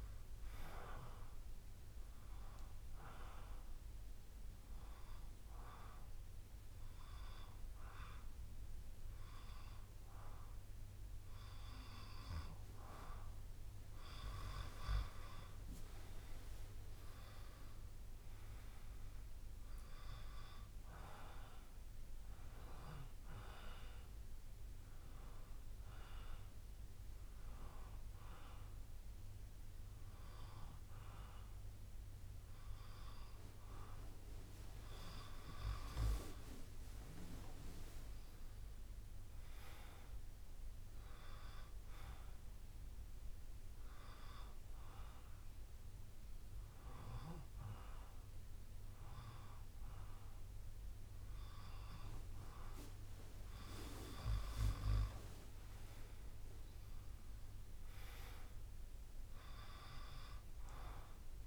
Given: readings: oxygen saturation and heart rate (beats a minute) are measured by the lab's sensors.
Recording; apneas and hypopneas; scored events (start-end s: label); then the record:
breathing in sleep by a room microphone; 3
0.00-1.50 s: arousal
0.00-6.00 s: drop in pulse transit time (device-marked, heart rate 66 extreme)
3.50-13.50 s: hypopnea (oxygen 97% before, 95% lowest, heart rate 70 before, 63 extreme, up 12 after)
16.00-19.50 s: arousal
17.00-26.00 s: drop in pulse transit time (device-marked, heart rate 71 before, 65 extreme)
26.00-36.00 s: hypopnea (oxygen 97% before, 94% lowest, heart rate 68 before, 63 extreme, up 11 after)
36.00-45.00 s: drop in pulse transit time (device-marked, heart rate 68 before, 67 extreme)
37.00-40.50 s: arousal
43.00-54.00 s: hypopnea (oxygen 97% before, 94% lowest, heart rate 68 before, 61 extreme, up 12 after)
56.00-59.50 s: arousal
56.00-61.47 s: drop in pulse transit time (device-marked, heart rate 68 before, 63 extreme)
From the record:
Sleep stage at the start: N2 (light sleep); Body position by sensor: on the back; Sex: male